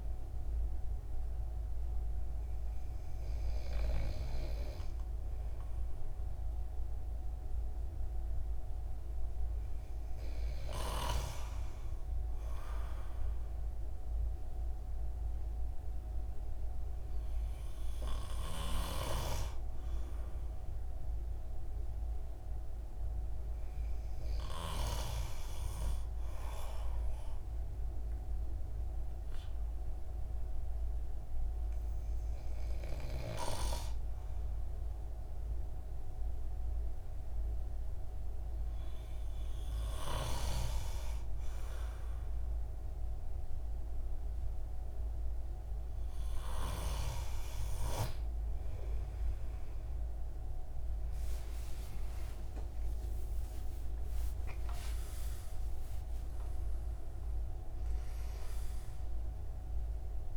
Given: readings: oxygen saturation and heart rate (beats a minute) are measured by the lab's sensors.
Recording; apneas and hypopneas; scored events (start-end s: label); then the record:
breathing in sleep by a room microphone; 1
23.00-26.50 s: arousal
29.00-47.50 s: obstructive apnea (oxygen 96% before, 93% lowest)
50.50-55.50 s: arousal
From the record:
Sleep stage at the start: N2 (light sleep); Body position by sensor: on the right side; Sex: male